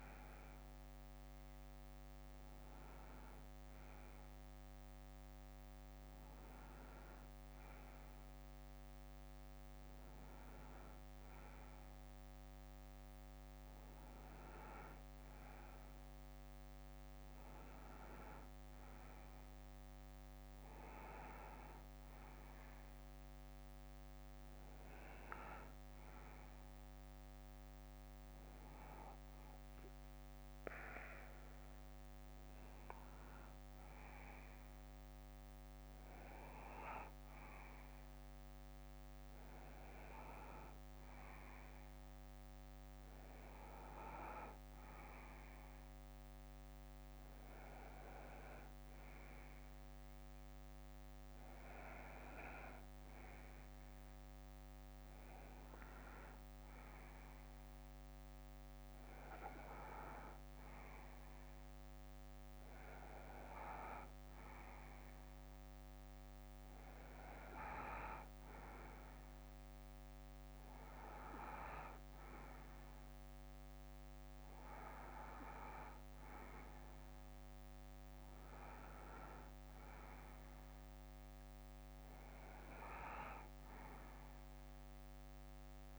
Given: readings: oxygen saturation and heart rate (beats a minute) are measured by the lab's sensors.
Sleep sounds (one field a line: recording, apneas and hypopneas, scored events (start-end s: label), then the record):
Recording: breathing in sleep by a microphone on the trachea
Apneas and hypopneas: none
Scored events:
0.00-5.50 s: bradycardia (device-marked, heart rate 47 extreme)
16.50-26.50 s: bradycardia (device-marked, heart rate 66 before, 52 extreme)
38.50-42.50 s: bradycardia (device-marked, heart rate 66 before, 59 extreme)
44.50-54.50 s: bradycardia (device-marked, heart rate 66 before, 57 extreme)
60.50-62.50 s: bradycardia (device-marked, heart rate 66 before, 65 extreme)
63.50-65.50 s: bradycardia (device-marked, heart rate 66 before, 59 extreme)
73.50-75.50 s: bradycardia (device-marked, heart rate 66 before, 59 extreme)
83.50-85.99 s: bradycardia (device-marked, heart rate 66 before, 58 extreme)
From the record:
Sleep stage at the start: N2 (light sleep)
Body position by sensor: on the front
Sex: male